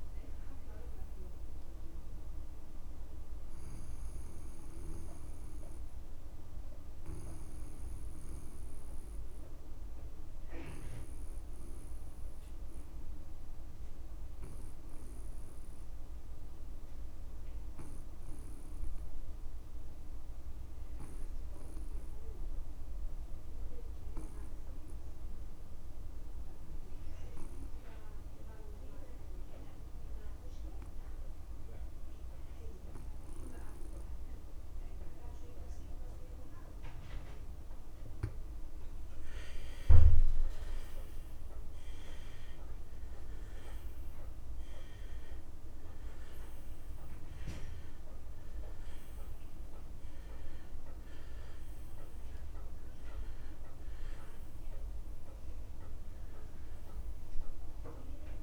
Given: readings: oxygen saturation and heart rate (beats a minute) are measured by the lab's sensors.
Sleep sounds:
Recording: breathing in sleep, hard to hear, by a room microphone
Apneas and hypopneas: 1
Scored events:
0.00-21.00 s: oxygen desaturation (device-marked, oxygen 85% lowest)
4.50-37.50 s: obstructive apnea (oxygen 98% before, 81% lowest)
33.00-58.43 s: oxygen desaturation (device-marked, oxygen 99% before, 81% lowest)
40.00-43.50 s: arousal
From the record:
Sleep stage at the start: N2 (light sleep)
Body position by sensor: on the back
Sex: male

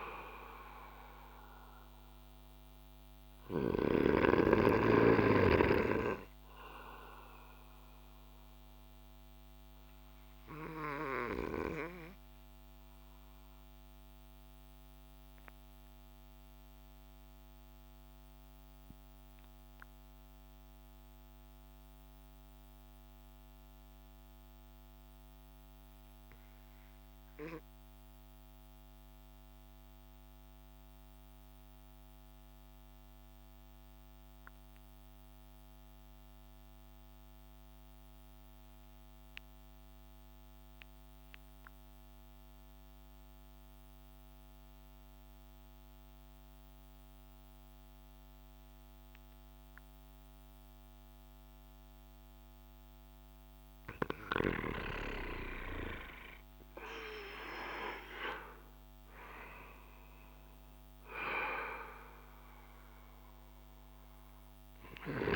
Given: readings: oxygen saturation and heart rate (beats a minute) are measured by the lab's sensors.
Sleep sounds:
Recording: breathing in sleep by a microphone on the trachea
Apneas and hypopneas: 1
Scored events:
4.50-52.50 s: obstructive apnea (oxygen 99% before, 89% lowest)
50.00-65.36 s: oxygen desaturation (device-marked, oxygen 97% before, 89% lowest)
54.50-58.50 s: arousal
From the record:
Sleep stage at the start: REM sleep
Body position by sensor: on the back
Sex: male

